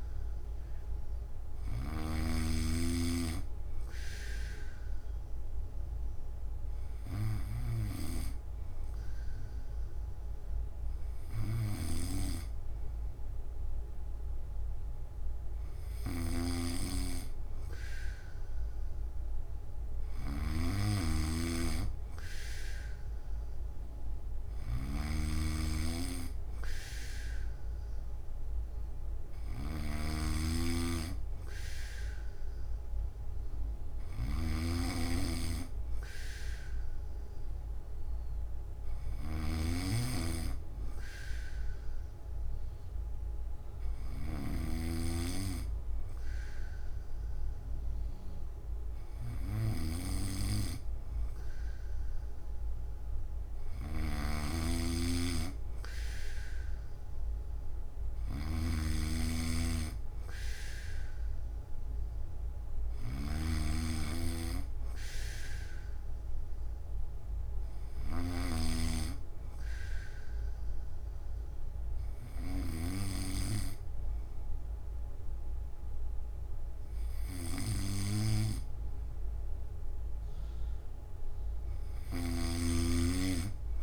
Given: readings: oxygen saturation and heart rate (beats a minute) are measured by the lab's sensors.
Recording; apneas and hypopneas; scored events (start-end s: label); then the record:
breathing in sleep by a room microphone; none
0.00-72.50 s: snoring (device-marked)
6.50-83.83 s: new sleep stage, N2 (light sleep)
82.00-83.83 s: snoring (device-marked)
From the record:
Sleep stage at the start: N1 (lightest sleep); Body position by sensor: on the back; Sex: male